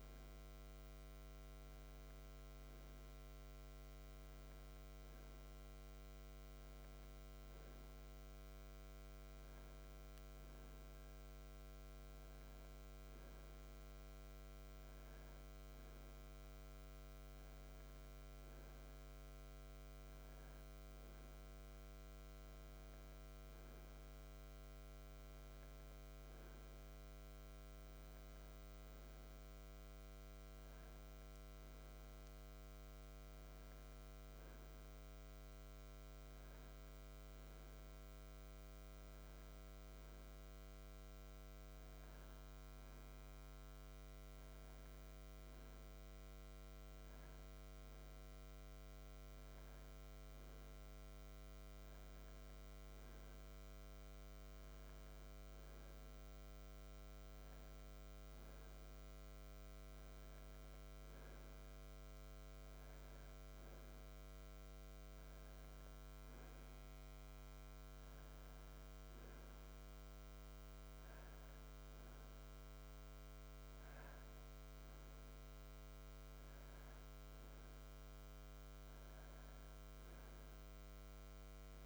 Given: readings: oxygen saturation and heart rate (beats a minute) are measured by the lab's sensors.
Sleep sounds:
breathing in sleep, hard to hear, by a microphone on the trachea; none
none scored
From the record:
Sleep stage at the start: N2 (light sleep); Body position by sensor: on the back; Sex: male

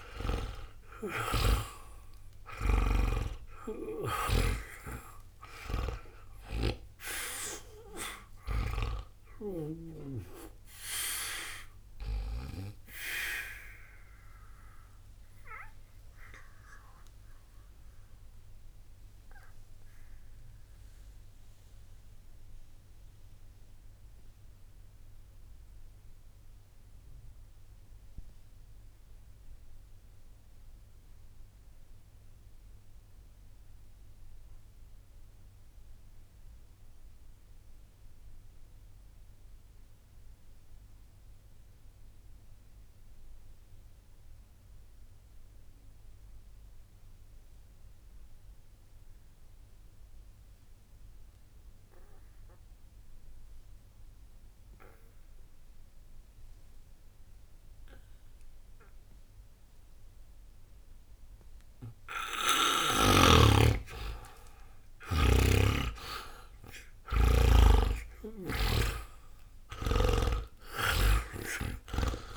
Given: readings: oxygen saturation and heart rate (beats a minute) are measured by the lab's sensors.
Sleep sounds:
breathing in sleep by a room microphone; 1
0.00-9.50 s: snoring (device-marked)
0.00-36.00 s: oxygen desaturation (device-marked, oxygen 77% lowest, heart rate 60 extreme)
15.00-63.50 s: obstructive apnea (oxygen 94% before, 74% lowest, heart rate 63 before, 60 extreme, up 20 after)
53.00-72.37 s: oxygen desaturation (device-marked, oxygen 98% before, 74% lowest, heart rate 60 before, 59 extreme)
65.00-68.50 s: snoring (device-marked)
67.50-72.37 s: arousal
From the record:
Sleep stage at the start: N2 (light sleep); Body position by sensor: on the back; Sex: male

